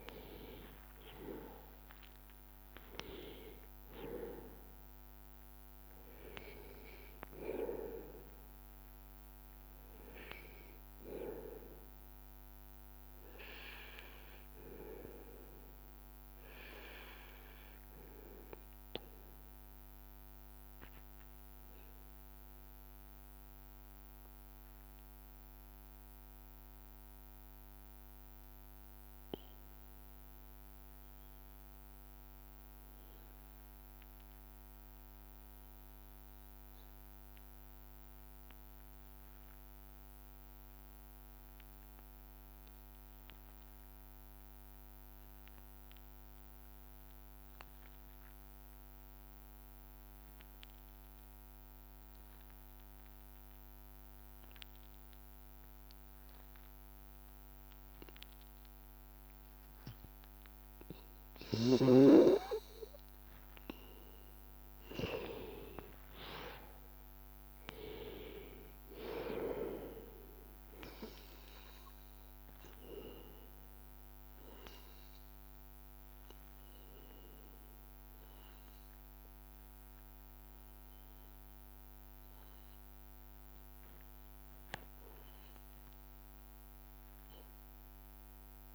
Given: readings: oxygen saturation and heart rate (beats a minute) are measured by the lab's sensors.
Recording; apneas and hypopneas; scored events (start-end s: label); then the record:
breathing in sleep by a microphone on the trachea; 1
0.00-1.50 s: arousal
0.00-15.50 s: oxygen desaturation (device-marked, oxygen 89% lowest, heart rate 82 extreme)
18.50-59.00 s: mixed apnea (oxygen 99% before, 91% lowest, heart rate 85 before, 80 extreme, up 3 after)
42.50-86.50 s: oxygen desaturation (device-marked, oxygen 99% before, 91% lowest, heart rate 83 before, 80 extreme)
61.00-64.50 s: arousal
From the record:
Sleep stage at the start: N2 (light sleep); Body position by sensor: on the back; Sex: male